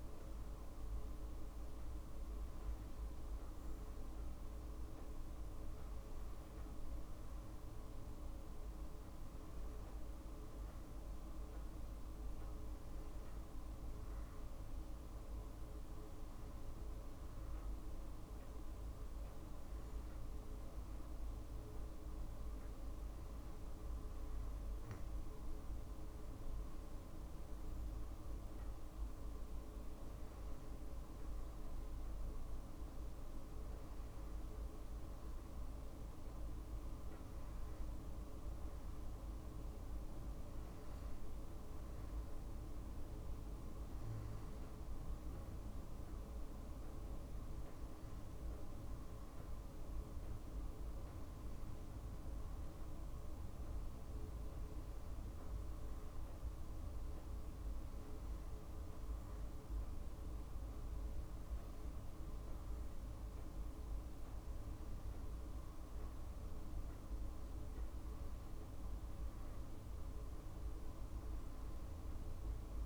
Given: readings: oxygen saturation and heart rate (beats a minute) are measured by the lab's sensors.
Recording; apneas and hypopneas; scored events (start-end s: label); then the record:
breathing in sleep, hard to hear, by a room microphone; none
none scored
From the record:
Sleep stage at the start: N2 (light sleep); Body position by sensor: on the back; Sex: female